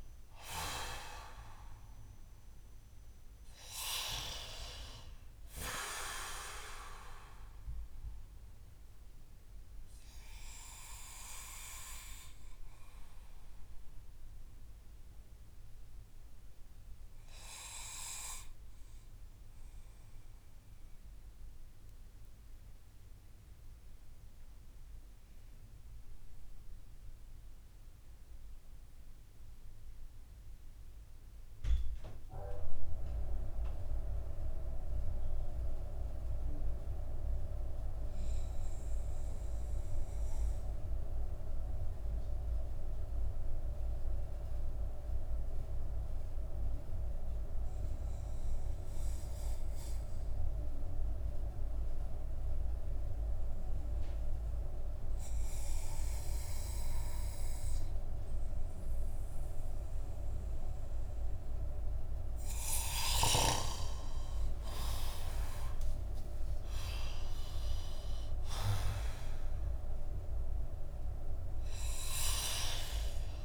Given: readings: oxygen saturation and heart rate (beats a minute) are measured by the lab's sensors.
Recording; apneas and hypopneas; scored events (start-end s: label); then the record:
breathing in sleep by a room microphone; 1
0.00-28.00 s: oxygen desaturation (device-marked, oxygen 88% lowest)
6.00-62.00 s: obstructive apnea (oxygen 97% before, 88% lowest)
57.00-73.45 s: oxygen desaturation (device-marked, oxygen 97% before, 90% lowest)
63.00-67.50 s: arousal
From the record:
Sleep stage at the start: N2 (light sleep); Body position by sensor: on the back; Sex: male